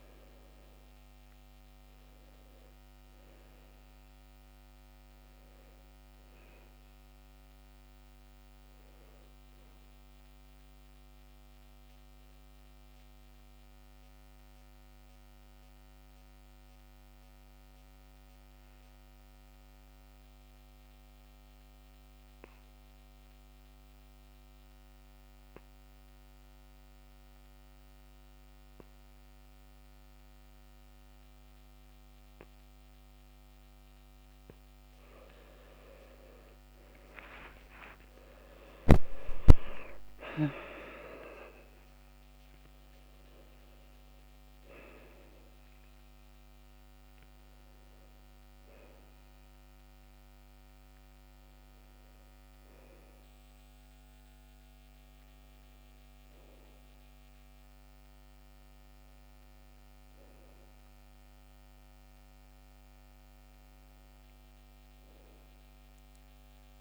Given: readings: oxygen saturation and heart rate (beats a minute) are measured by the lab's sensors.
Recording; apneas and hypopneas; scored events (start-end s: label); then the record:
breathing in sleep by a microphone on the trachea; 1
0.00-8.50 s: oxygen desaturation (device-marked, oxygen 91% lowest, heart rate 64 extreme)
12.00-34.50 s: obstructive apnea (oxygen 95% before, 85% lowest, heart rate 72 before, 64 extreme, up 14 after)
15.50-25.50 s: oxygen desaturation (device-marked, oxygen 92% before, 87% lowest, heart rate 71 before, 65 extreme)
31.50-43.50 s: oxygen desaturation (device-marked, oxygen 97% before, 92% lowest, heart rate 65 before, 68 extreme)
36.00-41.50 s: arousal
52.50-66.81 s: oxygen desaturation (device-marked, oxygen 94% before, 85% lowest, heart rate 75 before, 66 extreme)
From the record:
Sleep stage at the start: N2 (light sleep); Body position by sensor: on the back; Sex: male